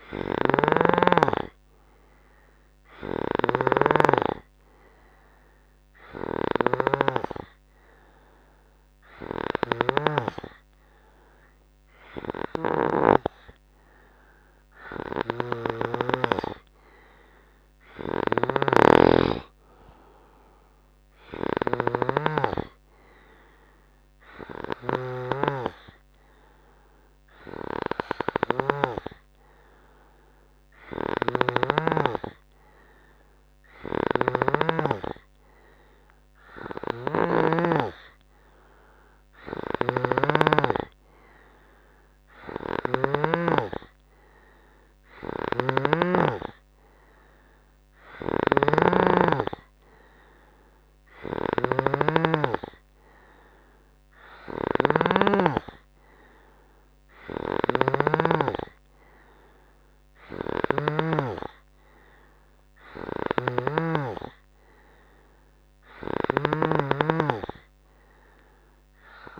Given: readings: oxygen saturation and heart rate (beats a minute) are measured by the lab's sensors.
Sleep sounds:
breathing in sleep by a microphone on the trachea; none
0.00-1.00 s: snoring (device-marked)
3.00-16.50 s: snoring (device-marked)
18.50-32.00 s: snoring (device-marked)
34.00-43.50 s: snoring (device-marked)
45.50-69.40 s: snoring (device-marked)
From the record:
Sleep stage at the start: N3 (deep sleep); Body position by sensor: on the right side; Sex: male

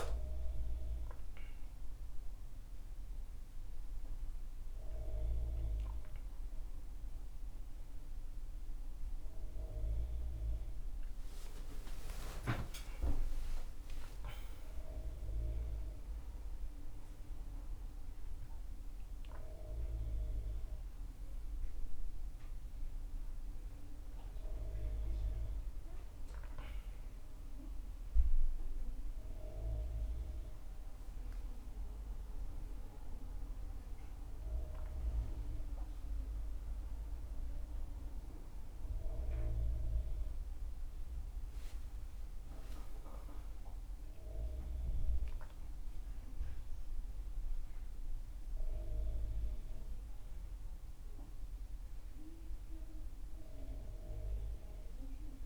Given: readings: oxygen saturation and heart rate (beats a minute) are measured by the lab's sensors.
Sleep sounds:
a person awake in a sleep study, by a room microphone; none
none scored
From the record:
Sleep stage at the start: awake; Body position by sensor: on the back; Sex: male

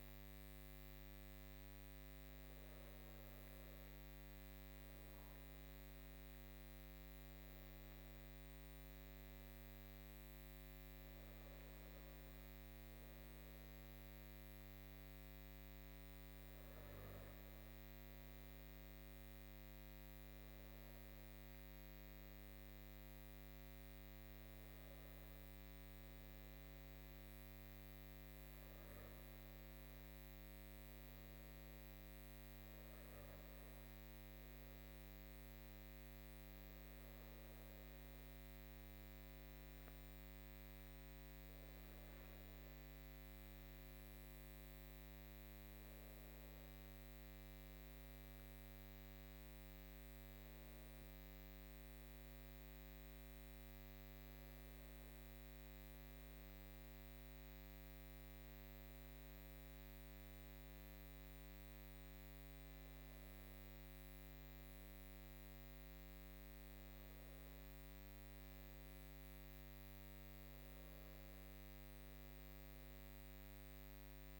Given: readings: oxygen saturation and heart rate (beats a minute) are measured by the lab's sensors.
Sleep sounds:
breathing in sleep, hard to hear, by a microphone on the trachea; none
37.00-43.50 s: arousal
From the record:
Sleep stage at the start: N2 (light sleep); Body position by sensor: on the front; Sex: female

